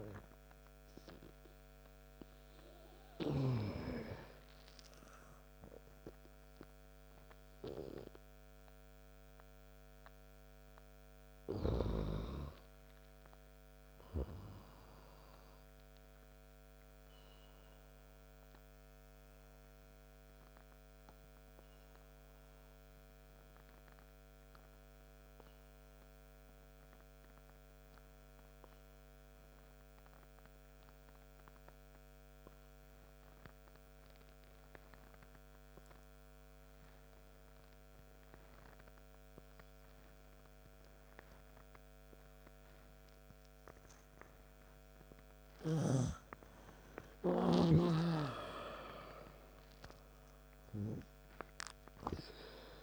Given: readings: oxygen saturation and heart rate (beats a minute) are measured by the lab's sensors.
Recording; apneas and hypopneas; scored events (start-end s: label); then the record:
breathing in sleep by a microphone on the trachea; 1
0.00-1.50 s: arousal
2.00-11.00 s: oxygen desaturation (device-marked, oxygen 98% before, 87% lowest, heart rate 65 before, 71 extreme)
16.00-33.00 s: oxygen desaturation (device-marked, oxygen 95% before, 88% lowest, heart rate 78 before, 52 extreme)
17.50-44.00 s: obstructive apnea (oxygen 99% before, 88% lowest, heart rate 80 before, 52 extreme)
46.50-51.00 s: arousal
50.00-52.83 s: oxygen desaturation (device-marked, oxygen 99% before, 89% lowest, heart rate 65 before, 52 extreme)
From the record:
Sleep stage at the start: N2 (light sleep); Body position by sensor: on the right side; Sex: male